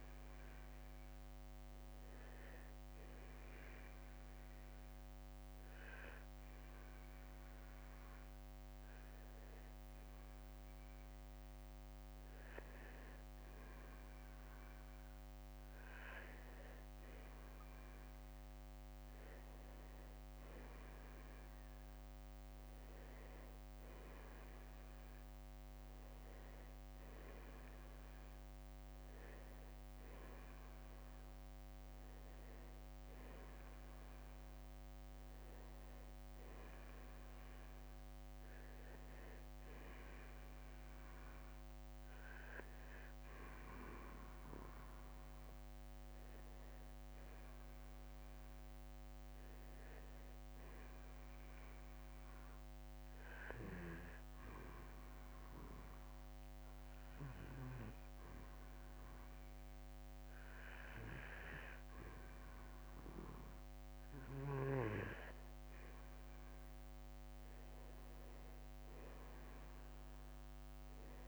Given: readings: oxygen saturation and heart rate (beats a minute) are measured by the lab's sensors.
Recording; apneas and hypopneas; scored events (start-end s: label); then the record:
breathing in sleep by a microphone on the trachea; 2
3.00-14.00 s: hypopnea (oxygen 96% before, 91% lowest, heart rate 55 before, 35 extreme, up 21 after)
5.00-7.00 s: long interval between heartbeats (device-marked, heart rate 54 before, 52 extreme)
21.50-26.00 s: arousal
23.50-47.50 s: oxygen desaturation (device-marked, oxygen 94% before, 91% lowest, heart rate 51 before, 35 extreme)
24.00-26.00 s: long interval between heartbeats (device-marked, heart rate 51 before, 58 extreme)
28.50-30.50 s: long interval between heartbeats (device-marked, heart rate 53 before, 59 extreme)
33.00-35.00 s: long interval between heartbeats (device-marked, heart rate 55 before, 44 extreme)
43.50-45.50 s: long interval between heartbeats (device-marked, heart rate 51 before, 60 extreme)
52.00-64.50 s: obstructive apnea (oxygen 94% before, 89% lowest, heart rate 52 before, 42 extreme, up 23 after)
56.50-58.50 s: long interval between heartbeats (device-marked, heart rate 56 before, 53 extreme)
60.00-62.00 s: long interval between heartbeats (device-marked, heart rate 57 before, 55 extreme)
68.00-71.00 s: arousal
From the record:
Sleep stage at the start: N2 (light sleep); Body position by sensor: on the back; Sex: male